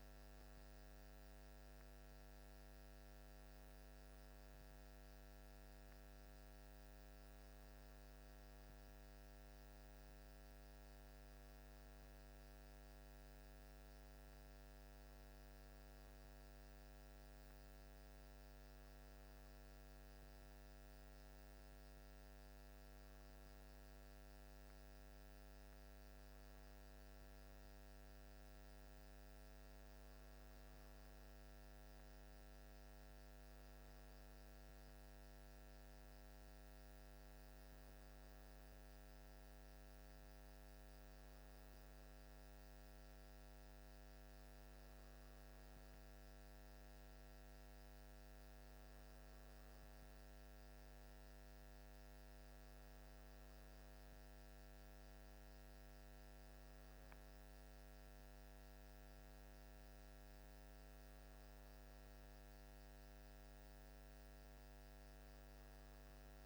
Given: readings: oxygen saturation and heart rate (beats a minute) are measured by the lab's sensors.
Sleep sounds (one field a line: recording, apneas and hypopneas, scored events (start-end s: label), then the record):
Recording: breathing in sleep, hard to hear, by a microphone on the trachea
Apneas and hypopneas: none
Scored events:
none scored
From the record:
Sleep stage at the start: N1 (lightest sleep)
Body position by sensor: on the back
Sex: male